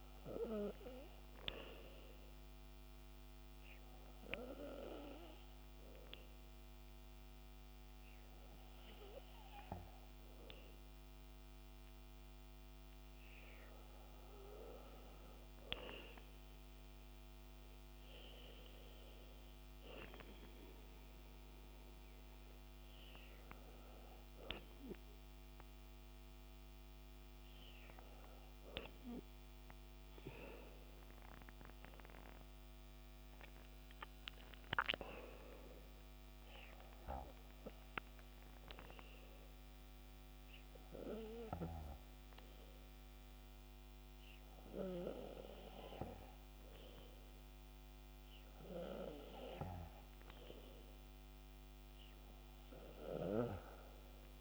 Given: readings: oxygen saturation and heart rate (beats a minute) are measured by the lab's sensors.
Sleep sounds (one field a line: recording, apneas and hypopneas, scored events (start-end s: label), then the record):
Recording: breathing in sleep by a microphone on the trachea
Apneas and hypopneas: 1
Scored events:
0.50-16.50 s: hypopnea (oxygen 98% before, 96% lowest, heart rate 66 before, 58 extreme, up 6 after)
19.50-23.00 s: arousal
From the record:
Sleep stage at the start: N2 (light sleep)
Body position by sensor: on the back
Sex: male